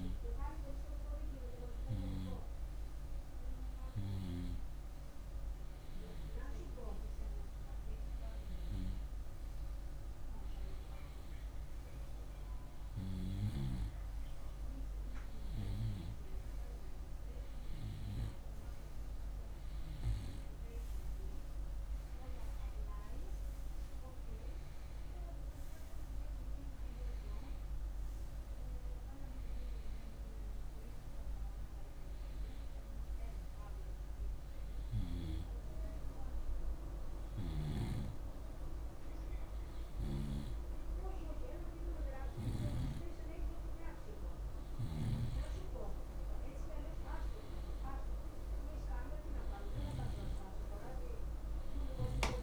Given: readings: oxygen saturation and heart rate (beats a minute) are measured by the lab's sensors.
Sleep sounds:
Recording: breathing in sleep by a room microphone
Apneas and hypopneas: none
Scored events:
none scored
From the record:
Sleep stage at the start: N2 (light sleep)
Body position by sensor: on the right side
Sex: male

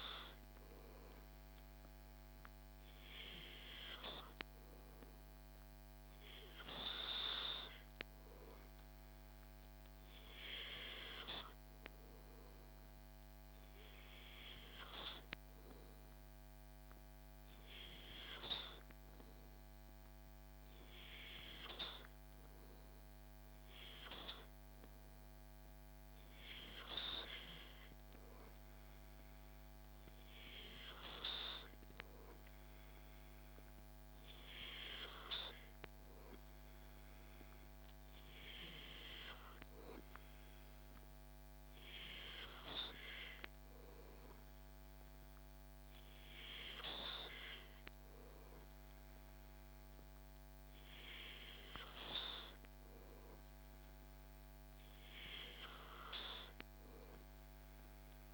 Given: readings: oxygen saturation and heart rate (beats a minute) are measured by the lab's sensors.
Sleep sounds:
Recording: breathing in sleep by a microphone on the trachea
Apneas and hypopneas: none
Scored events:
none scored
From the record:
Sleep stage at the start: N2 (light sleep)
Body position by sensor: on the back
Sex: male

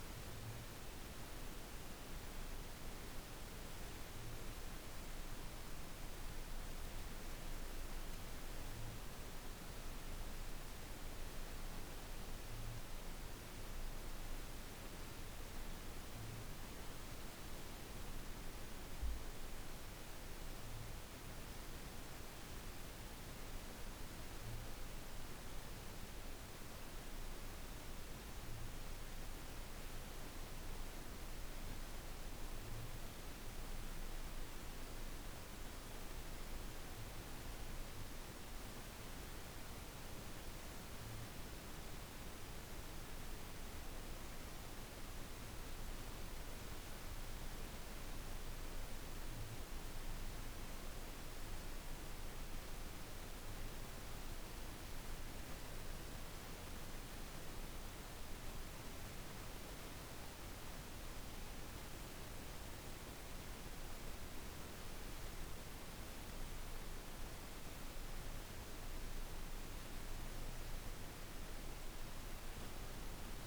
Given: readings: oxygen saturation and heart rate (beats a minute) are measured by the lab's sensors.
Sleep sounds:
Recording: a person partly awake in a sleep study, hard to hear, by a room microphone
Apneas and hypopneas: none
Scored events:
13.00-73.00 s: new sleep stage, N1 (lightest sleep)
73.00-73.47 s: new sleep stage, awake
From the record:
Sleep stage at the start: awake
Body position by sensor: on the back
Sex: female

